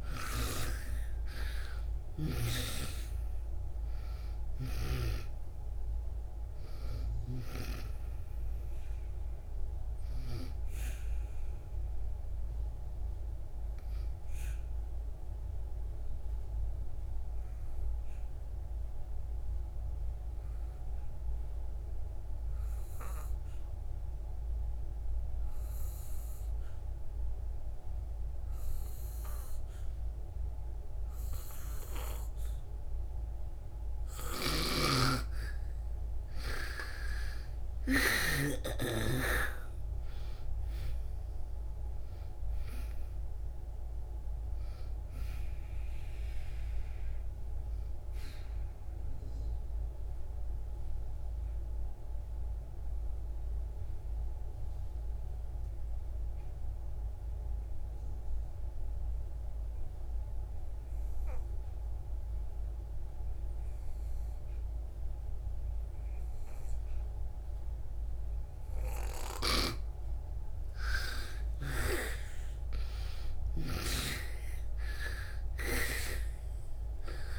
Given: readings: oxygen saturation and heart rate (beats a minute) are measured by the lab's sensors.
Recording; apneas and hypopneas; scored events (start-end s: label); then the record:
breathing in sleep by a room microphone; 2
0.00-3.00 s: arousal
0.00-3.00 s: snoring (device-marked)
4.00-29.00 s: oxygen desaturation (device-marked, oxygen 97% before, 88% lowest, heart rate 80 before, 59 extreme)
12.00-34.00 s: obstructive apnea (oxygen 97% before, 87% lowest, heart rate 88 before, 59 extreme, up 27 after)
34.00-66.00 s: oxygen desaturation (device-marked, oxygen 98% before, 88% lowest, heart rate 77 before, 57 extreme)
34.50-38.50 s: snoring (device-marked)
35.50-39.50 s: arousal
47.50-70.50 s: obstructive apnea (oxygen 98% before, 86% lowest, heart rate 91 before, 57 extreme, up 20 after)
68.00-77.39 s: oxygen desaturation (device-marked, oxygen 99% before, 86% lowest, heart rate 69 before, 57 extreme)
72.50-77.00 s: arousal
From the record:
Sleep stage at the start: N2 (light sleep); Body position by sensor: on the back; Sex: female